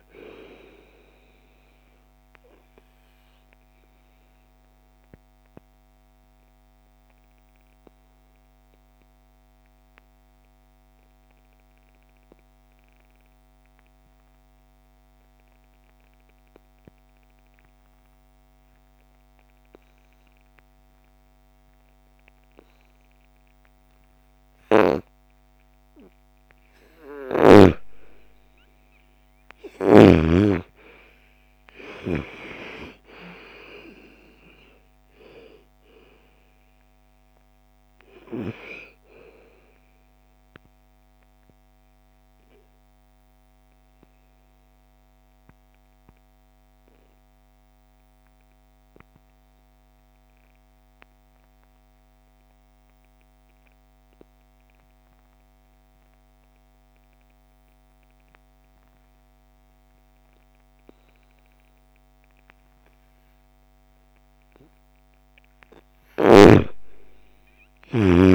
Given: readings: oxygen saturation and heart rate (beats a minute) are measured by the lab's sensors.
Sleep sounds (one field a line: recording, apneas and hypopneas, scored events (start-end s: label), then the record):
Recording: breathing in sleep by a microphone on the trachea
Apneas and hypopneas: 2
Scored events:
0.00-13.00 s: oxygen desaturation (device-marked, oxygen 83% lowest, heart rate 47 extreme)
1.00-24.50 s: obstructive apnea (oxygen 99% before, 83% lowest, heart rate 59 before, 47 extreme, up 19 after)
23.00-54.00 s: oxygen desaturation (device-marked, oxygen 98% before, 83% lowest, heart rate 62 before, 55 extreme)
28.50-33.00 s: arousal
40.00-64.00 s: obstructive apnea (oxygen 98% before, 83% lowest, heart rate 61 before, 55 extreme, up 9 after)
65.50-68.35 s: snoring (device-marked)
66.00-68.35 s: oxygen desaturation (device-marked, oxygen 99% before, 84% lowest, heart rate 57 before, 55 extreme)
From the record:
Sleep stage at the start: N2 (light sleep)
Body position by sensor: on the right side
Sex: female